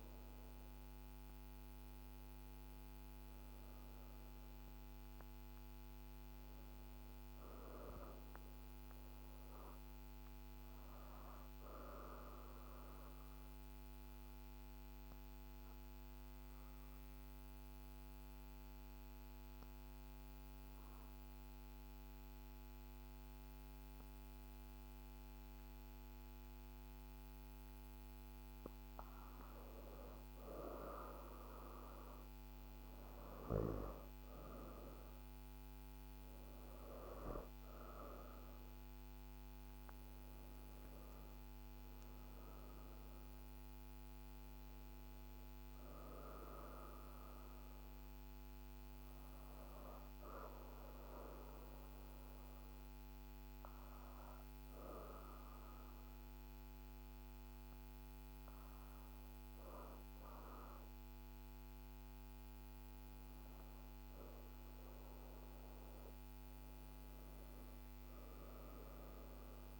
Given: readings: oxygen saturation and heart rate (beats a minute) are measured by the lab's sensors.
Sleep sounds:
breathing in sleep by a microphone on the trachea; 2
0.00-16.00 s: oxygen desaturation (device-marked, oxygen 86% lowest, heart rate 50 extreme)
11.00-28.50 s: obstructive apnea (oxygen 98% before, 86% lowest, heart rate 56 before, 50 extreme, up 3 after)
32.00-37.50 s: arousal
33.00-59.00 s: oxygen desaturation (device-marked, oxygen 98% before, 88% lowest, heart rate 51 before, 50 extreme)
50.00-60.50 s: obstructive apnea (oxygen 98% before, 89% lowest, heart rate 53 before, 50 extreme, up 4 after)
63.50-68.00 s: arousal
From the record:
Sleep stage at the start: N2 (light sleep); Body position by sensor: on the back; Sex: female

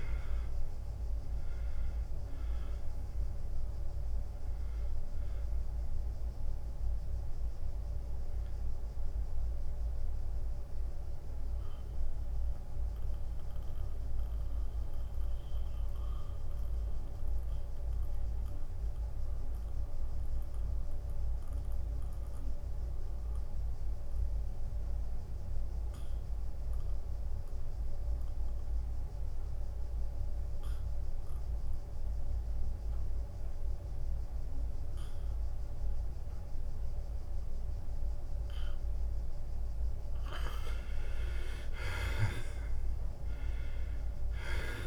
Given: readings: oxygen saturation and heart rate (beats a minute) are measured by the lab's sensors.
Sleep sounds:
breathing in sleep, hard to hear, by a room microphone; 1
0.00-9.50 s: drop in pulse transit time (device-marked, heart rate 81 extreme)
0.00-14.50 s: oxygen desaturation (device-marked, oxygen 90% lowest, heart rate 81 extreme)
10.50-40.50 s: mixed apnea (oxygen 99% before, 79% lowest, heart rate 85 before, 78 extreme, up 6 after)
16.50-30.50 s: oxygen desaturation (device-marked, oxygen 91% before, 80% lowest, heart rate 85 before, 81 extreme)
42.50-44.87 s: arousal
43.50-44.87 s: drop in pulse transit time (device-marked, heart rate 83 before, 81 extreme)
From the record:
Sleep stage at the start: N2 (light sleep); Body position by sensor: on the back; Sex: male

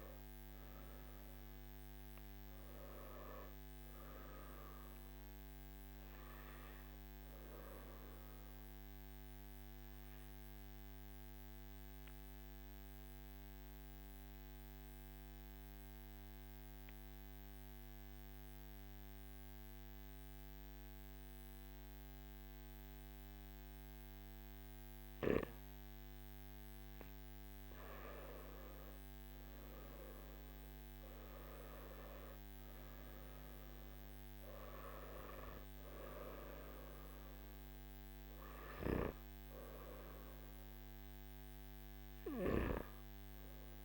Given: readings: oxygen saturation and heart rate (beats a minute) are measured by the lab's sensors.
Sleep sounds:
breathing in sleep by a microphone on the trachea; 1
0.00-21.50 s: oxygen desaturation (device-marked, oxygen 92% lowest, heart rate 47 extreme)
6.50-26.50 s: obstructive apnea (oxygen 99% before, 93% lowest, heart rate 56 before, 48 extreme, up 11 after)
30.50-43.85 s: oxygen desaturation (device-marked, oxygen 99% before, 93% lowest, heart rate 50 before, 48 extreme)
From the record:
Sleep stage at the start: N2 (light sleep); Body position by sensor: on the back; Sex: male

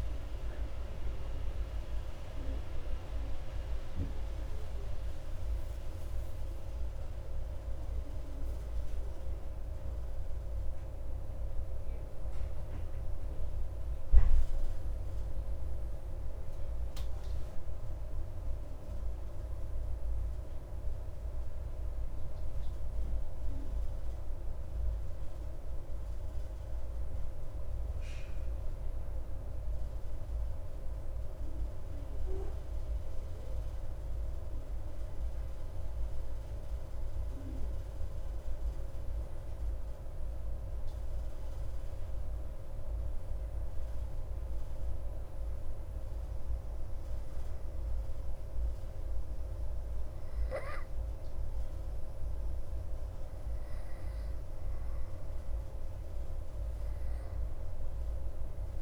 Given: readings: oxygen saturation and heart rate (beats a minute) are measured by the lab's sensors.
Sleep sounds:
breathing in sleep, hard to hear, by a room microphone; none
none scored
From the record:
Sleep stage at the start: N1 (lightest sleep); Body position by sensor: on the back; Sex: male

